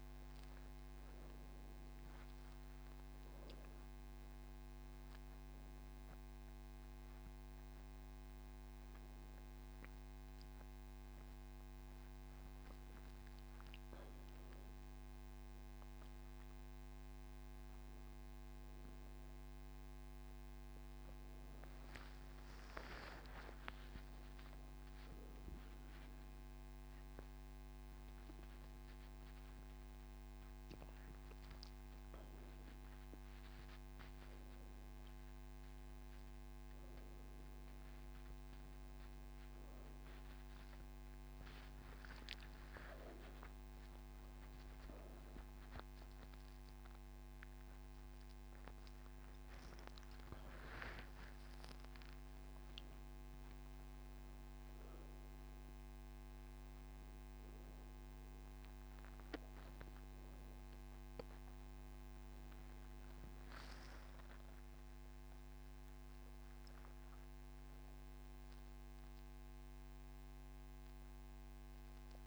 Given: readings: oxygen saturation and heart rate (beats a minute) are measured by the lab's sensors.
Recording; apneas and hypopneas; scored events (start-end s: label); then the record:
breathing in sleep, hard to hear, by a microphone on the trachea; none
none scored
From the record:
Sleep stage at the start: N2 (light sleep); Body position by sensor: on the right side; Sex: female